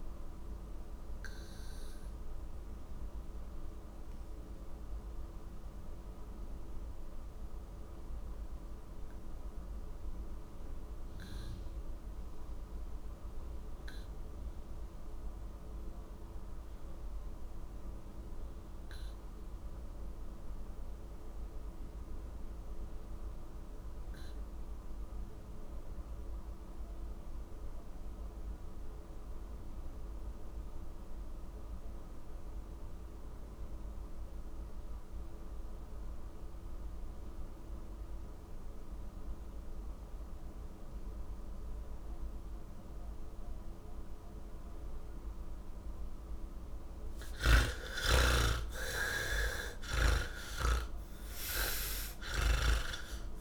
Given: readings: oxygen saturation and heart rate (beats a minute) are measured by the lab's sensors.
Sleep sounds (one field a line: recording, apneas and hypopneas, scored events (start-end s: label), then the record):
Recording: breathing in sleep by a room microphone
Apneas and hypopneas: 1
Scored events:
0.00-14.50 s: oxygen desaturation (device-marked, oxygen 68% lowest, heart rate 40 extreme)
0.50-45.00 s: mixed apnea (oxygen 92% before, 65% lowest, heart rate 112 before, 40 extreme)
16.50-53.41 s: oxygen desaturation (device-marked, oxygen 98% before, 65% lowest, heart rate 132 before, 40 extreme)
From the record:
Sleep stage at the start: N3 (deep sleep)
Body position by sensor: on the back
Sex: male